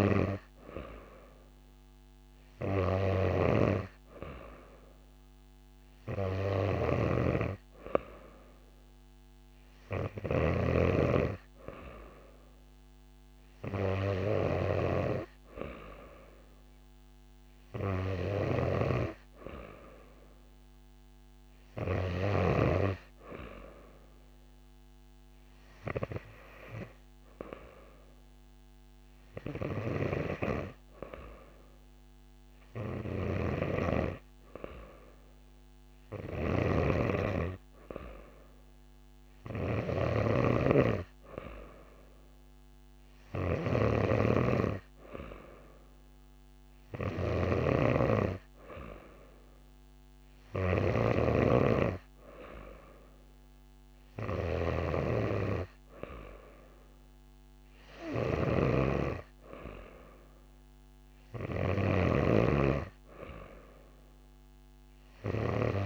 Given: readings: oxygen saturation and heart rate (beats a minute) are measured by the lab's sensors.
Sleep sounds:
breathing in sleep by a microphone on the trachea; none
6.50-10.50 s: snoring (device-marked)
36.00-62.00 s: snoring (device-marked)
From the record:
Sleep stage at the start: N2 (light sleep); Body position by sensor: on the back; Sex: female

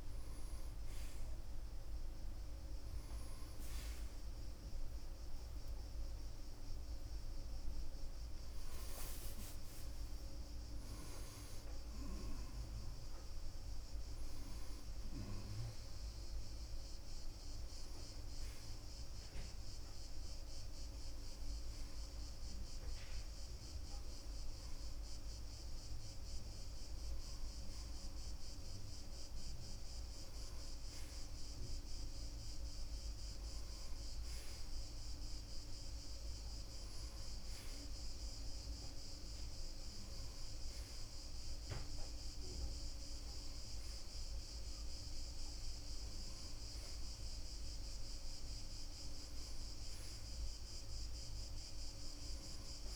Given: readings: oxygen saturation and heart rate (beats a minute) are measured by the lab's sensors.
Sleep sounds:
breathing in sleep, hard to hear, by a room microphone; none
4.50-9.00 s: arousal
From the record:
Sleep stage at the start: N1 (lightest sleep); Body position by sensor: on the front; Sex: male

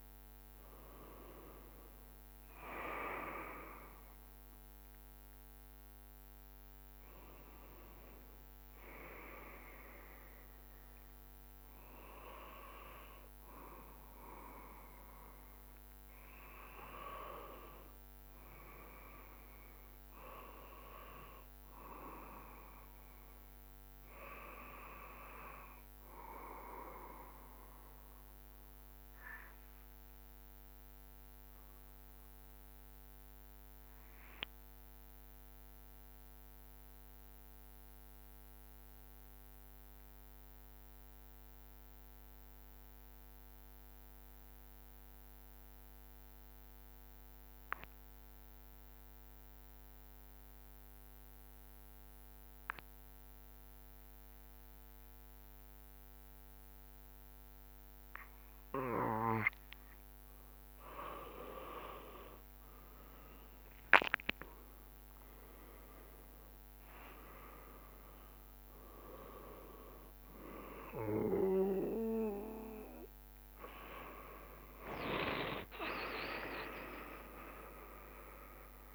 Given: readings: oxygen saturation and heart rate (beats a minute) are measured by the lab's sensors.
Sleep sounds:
breathing in sleep by a microphone on the trachea; 1
0.00-3.00 s: drop in pulse transit time (device-marked, heart rate 75 extreme)
0.00-11.00 s: oxygen desaturation (device-marked, oxygen 90% lowest, heart rate 66 extreme)
22.00-26.50 s: arousal
28.50-60.00 s: obstructive apnea (oxygen 97% before, 90% lowest, heart rate 70 before, 67 extreme, up 11 after)
45.00-78.95 s: oxygen desaturation (device-marked, oxygen 96% before, 90% lowest, heart rate 67 before, 63 extreme)
62.00-71.00 s: drop in pulse transit time (device-marked, heart rate 68 before, 70 extreme)
65.00-68.50 s: arousal
From the record:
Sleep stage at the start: N2 (light sleep); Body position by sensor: on the back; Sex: male

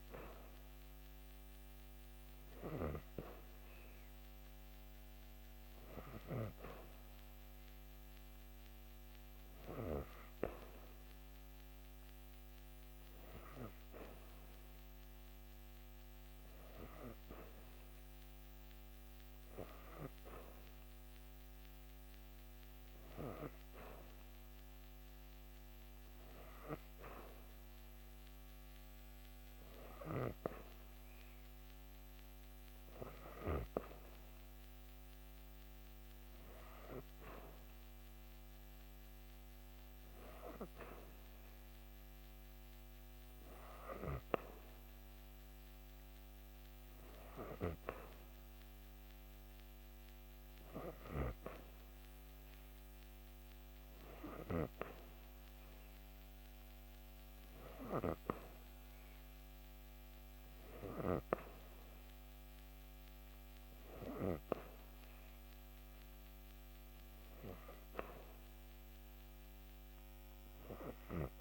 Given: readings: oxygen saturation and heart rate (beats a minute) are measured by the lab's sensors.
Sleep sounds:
breathing in sleep by a microphone on the trachea; none
none scored
From the record:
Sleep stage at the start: N3 (deep sleep); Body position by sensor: on the back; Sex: female

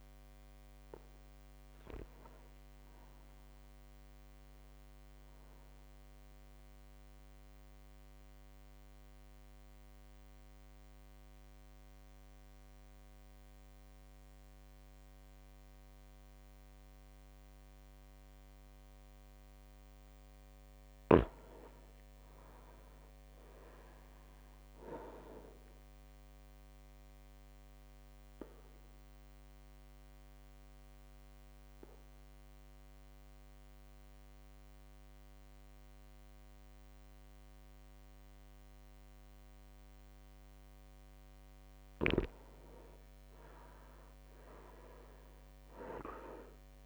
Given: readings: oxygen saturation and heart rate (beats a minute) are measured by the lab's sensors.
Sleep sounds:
breathing in sleep by a microphone on the trachea; 2
0.00-12.50 s: oxygen desaturation (device-marked, oxygen 93% lowest, heart rate 56 extreme)
3.50-18.50 s: drop in pulse transit time (device-marked, heart rate 59 before, 57 extreme)
7.00-20.00 s: central apnea (oxygen 98% before, 95% lowest, heart rate 58 before, 55 extreme, up 5 after)
21.00-23.00 s: long interval between heartbeats (device-marked, heart rate 58 before, 59 extreme)
22.00-25.50 s: arousal
28.50-41.00 s: obstructive apnea (oxygen 100% before, 96% lowest, heart rate 58 before, 55 extreme, up 5 after)
30.50-46.85 s: oxygen desaturation (device-marked, oxygen 99% before, 96% lowest, heart rate 58 before, 55 extreme)
44.00-46.85 s: arousal
From the record:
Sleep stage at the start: N2 (light sleep); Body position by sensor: on the back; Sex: male

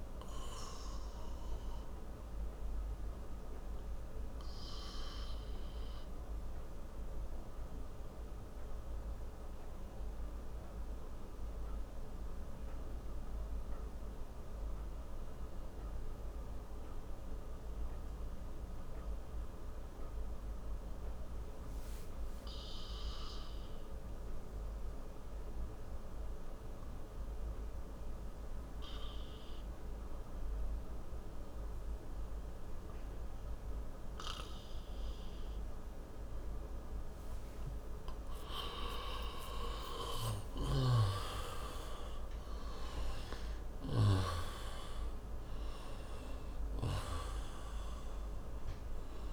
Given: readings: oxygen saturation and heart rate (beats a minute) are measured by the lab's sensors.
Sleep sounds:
breathing in sleep by a room microphone; 1
0.00-21.50 s: oxygen desaturation (device-marked, oxygen 87% lowest)
1.50-37.50 s: obstructive apnea (oxygen 98% before, 83% lowest)
37.50-49.33 s: oxygen desaturation (device-marked, oxygen 97% before, 83% lowest)
39.00-43.00 s: arousal
From the record:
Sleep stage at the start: N2 (light sleep); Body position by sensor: on the back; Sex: male

